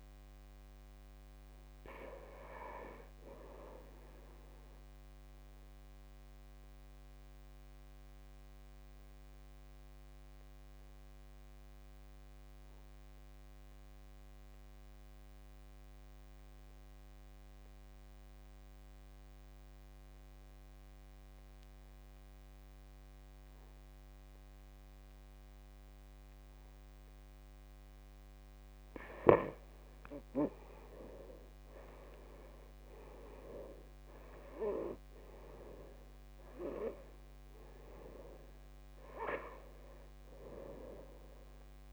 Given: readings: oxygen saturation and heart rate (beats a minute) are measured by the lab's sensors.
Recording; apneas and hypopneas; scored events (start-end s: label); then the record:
breathing in sleep by a microphone on the trachea; 1
0.00-3.00 s: arousal
5.00-28.00 s: obstructive apnea (oxygen 95% before, 80% lowest, heart rate 59 before, 57 extreme, up 12 after)
7.50-19.50 s: oxygen desaturation (device-marked, oxygen 96% before, 92% lowest, heart rate 58 before, 59 extreme)
21.50-41.93 s: oxygen desaturation (device-marked, oxygen 93% before, 80% lowest, heart rate 59 before, 55 extreme)
29.50-33.00 s: arousal
From the record:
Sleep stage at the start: N2 (light sleep); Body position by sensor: on the right side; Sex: male